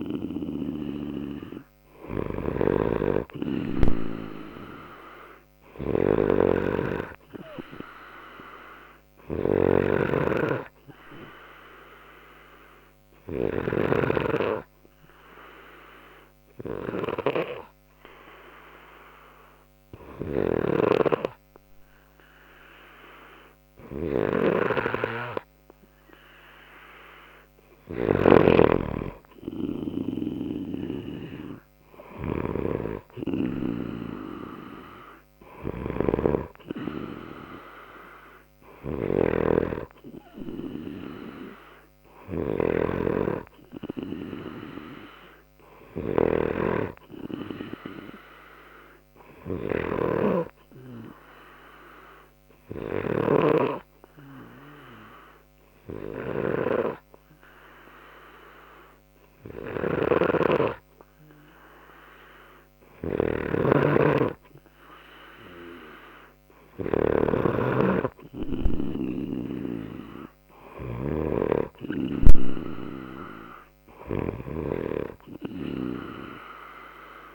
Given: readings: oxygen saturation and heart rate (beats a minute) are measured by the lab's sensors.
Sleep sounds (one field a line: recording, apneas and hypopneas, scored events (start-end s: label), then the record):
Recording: breathing in sleep by a microphone on the trachea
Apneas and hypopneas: 2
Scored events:
0.00-2.50 s: arousal
0.00-13.50 s: snoring (device-marked)
11.00-27.00 s: obstructive apnea (oxygen 96% before, 93% lowest, heart rate 60 before, 59 extreme, up 1 after)
20.00-77.35 s: snoring (device-marked)
29.50-32.50 s: arousal
50.50-63.00 s: obstructive apnea (oxygen 95% before, 93% lowest, heart rate 60 before, 59 extreme, up 0 after)
65.00-69.00 s: arousal
From the record:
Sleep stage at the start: N2 (light sleep)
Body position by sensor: on the left side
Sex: male